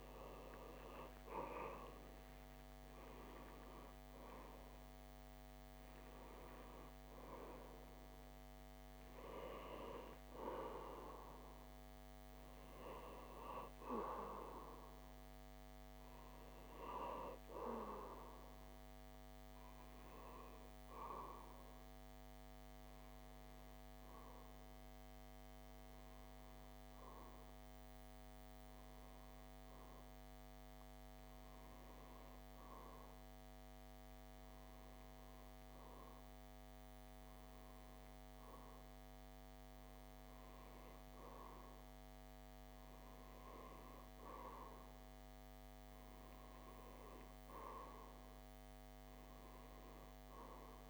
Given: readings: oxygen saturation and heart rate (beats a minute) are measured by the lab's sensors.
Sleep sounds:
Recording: breathing in sleep by a microphone on the trachea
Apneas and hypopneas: none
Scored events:
0.00-4.00 s: arousal
From the record:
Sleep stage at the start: REM sleep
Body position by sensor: on the back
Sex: male

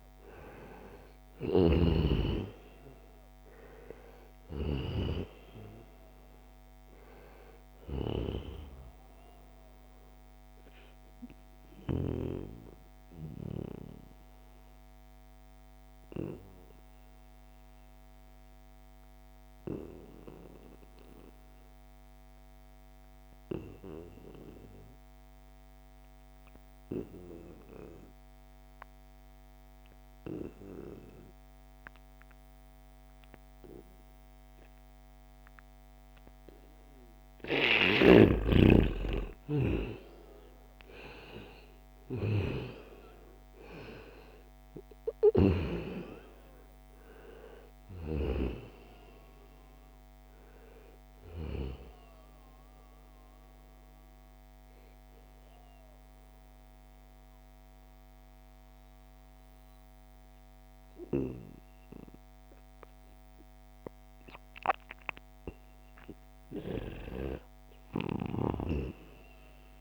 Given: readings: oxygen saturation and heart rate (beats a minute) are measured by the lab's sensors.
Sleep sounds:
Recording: breathing in sleep by a microphone on the trachea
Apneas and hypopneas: 2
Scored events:
0.00-17.00 s: oxygen desaturation (device-marked, oxygen 89% lowest, heart rate 68 extreme)
1.00-4.50 s: snoring (device-marked)
9.00-37.50 s: obstructive apnea (oxygen 97% before, 88% lowest, heart rate 77 before, 68 extreme, up 10 after)
34.00-64.00 s: oxygen desaturation (device-marked, oxygen 97% before, 88% lowest, heart rate 73 before, 70 extreme)
38.50-42.50 s: arousal
44.50-48.00 s: snoring (device-marked)
52.50-65.00 s: obstructive apnea (oxygen 97% before, 88% lowest, heart rate 74 before, 73 extreme, up 3 after)
66.00-69.81 s: arousal
68.00-69.81 s: snoring (device-marked)
From the record:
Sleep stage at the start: N2 (light sleep)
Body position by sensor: on the right side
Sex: male

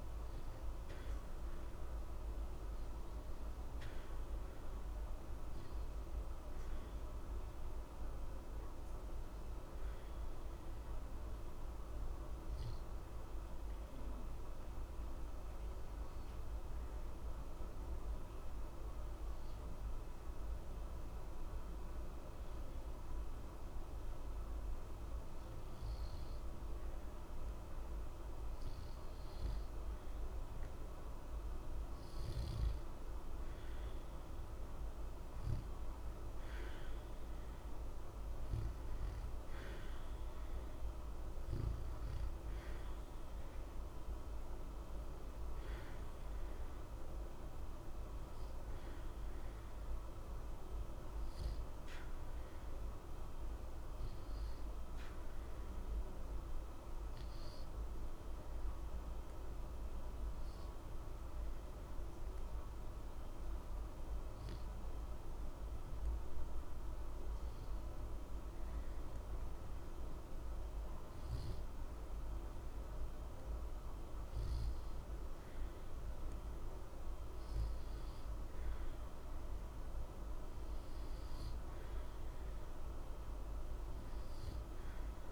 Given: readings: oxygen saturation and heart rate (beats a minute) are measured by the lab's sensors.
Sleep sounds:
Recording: breathing in sleep, hard to hear, by a room microphone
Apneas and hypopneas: 2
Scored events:
3.50-24.50 s: oxygen desaturation (device-marked, oxygen 92% before, 89% lowest, heart rate 60 before, 60 extreme)
9.00-28.00 s: obstructive apnea (oxygen 93% before, 89% lowest, heart rate 60 before, 60 extreme, up 2 after)
30.50-34.50 s: arousal
52.00-71.50 s: obstructive apnea (oxygen 93% before, 89% lowest, heart rate 60 before, 60 extreme, up 0 after)
74.00-78.00 s: arousal
From the record:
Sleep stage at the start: N2 (light sleep)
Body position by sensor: on the back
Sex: male

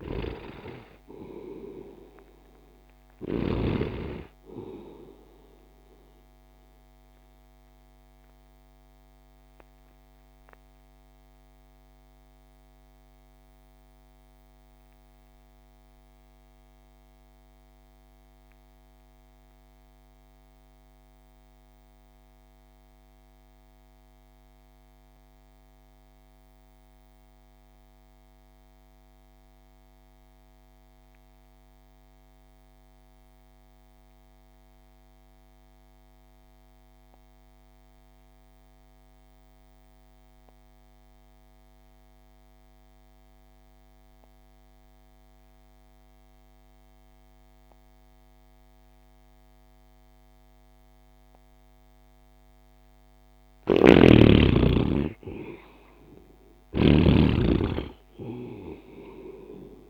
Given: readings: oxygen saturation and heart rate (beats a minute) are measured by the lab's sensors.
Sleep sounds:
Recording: breathing in sleep by a microphone on the trachea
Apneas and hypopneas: 1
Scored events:
0.00-4.00 s: snoring (device-marked)
0.00-17.00 s: oxygen desaturation (device-marked, oxygen 66% lowest)
7.50-53.50 s: obstructive apnea (oxygen 90% before, 60% lowest)
22.00-59.90 s: oxygen desaturation (device-marked, oxygen 99% before, 60% lowest)
55.00-59.00 s: arousal
56.50-59.90 s: snoring (device-marked)
From the record:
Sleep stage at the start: REM sleep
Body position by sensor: on the right side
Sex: male

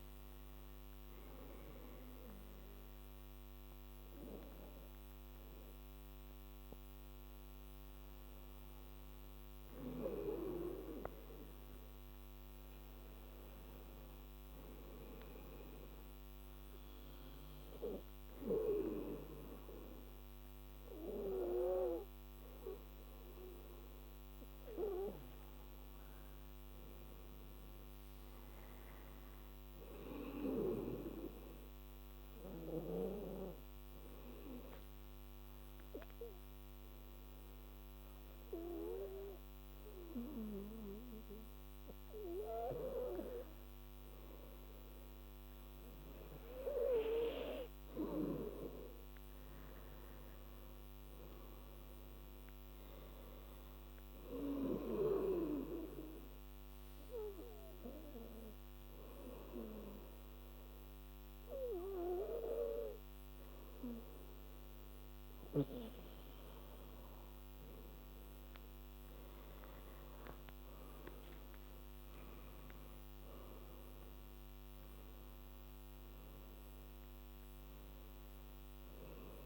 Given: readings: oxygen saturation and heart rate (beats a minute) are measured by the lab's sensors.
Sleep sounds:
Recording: breathing in sleep by a microphone on the trachea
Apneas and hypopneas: 3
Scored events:
9.00-23.50 s: hypopnea (oxygen 98% before, 94% lowest, heart rate 92 before, 75 extreme, up 7 after)
13.00-24.00 s: oxygen desaturation (device-marked, oxygen 98% before, 94% lowest, heart rate 88 before, 75 extreme)
26.00-30.00 s: arousal
34.50-48.00 s: obstructive apnea (oxygen 98% before, 94% lowest, heart rate 83 before, 79 extreme, up 11 after)
49.00-67.00 s: oxygen desaturation (device-marked, oxygen 97% before, 94% lowest, heart rate 81 before, 79 extreme)
50.00-53.50 s: arousal
55.50-67.00 s: obstructive apnea (oxygen 97% before, 94% lowest, heart rate 82 before, 79 extreme, up 12 after)
68.00-73.00 s: arousal
69.00-79.46 s: oxygen desaturation (device-marked, oxygen 98% before, 94% lowest, heart rate 86 before, 79 extreme)
From the record:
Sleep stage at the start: N2 (light sleep)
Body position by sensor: on the back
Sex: female

